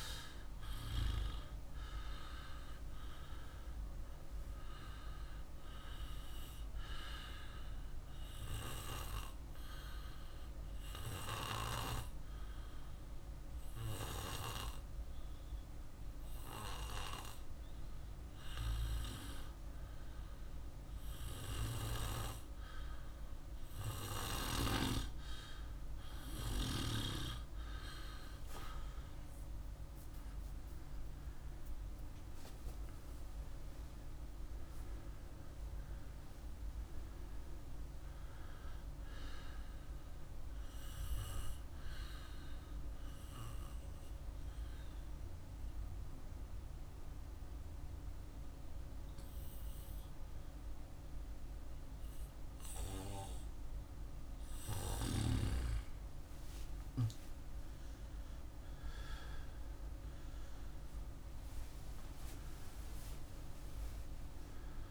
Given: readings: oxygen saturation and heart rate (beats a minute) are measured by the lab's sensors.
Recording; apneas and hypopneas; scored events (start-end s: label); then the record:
breathing in sleep by a room microphone; 2
9.00-26.50 s: obstructive apnea (oxygen 97% before, 93% lowest, heart rate 56 before, 55 extreme, up 2 after)
28.50-32.00 s: arousal
42.50-53.50 s: obstructive apnea (oxygen 97% before, 93% lowest, heart rate 57 before, 55 extreme, up 1 after)
56.00-59.50 s: arousal
62.00-64.91 s: oxygen desaturation (device-marked, oxygen 97% before, 93% lowest, heart rate 56 before, 55 extreme)
From the record:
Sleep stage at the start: N2 (light sleep); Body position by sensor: on the back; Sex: male